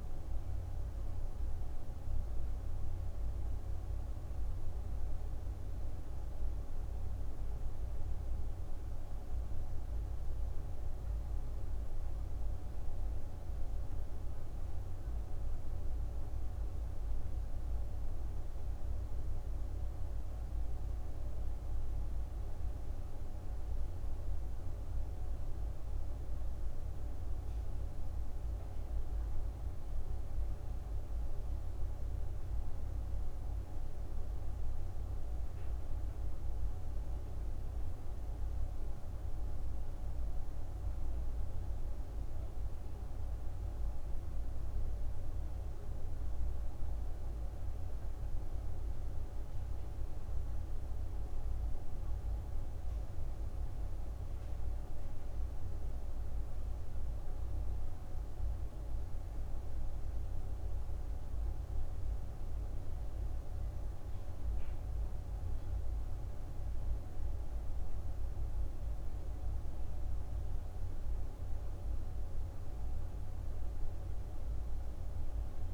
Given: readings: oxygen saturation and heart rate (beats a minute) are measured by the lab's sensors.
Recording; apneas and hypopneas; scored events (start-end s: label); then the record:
breathing in sleep, hard to hear, by a room microphone; none
none scored
From the record:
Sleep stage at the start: N1 (lightest sleep); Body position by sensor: on the right side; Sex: female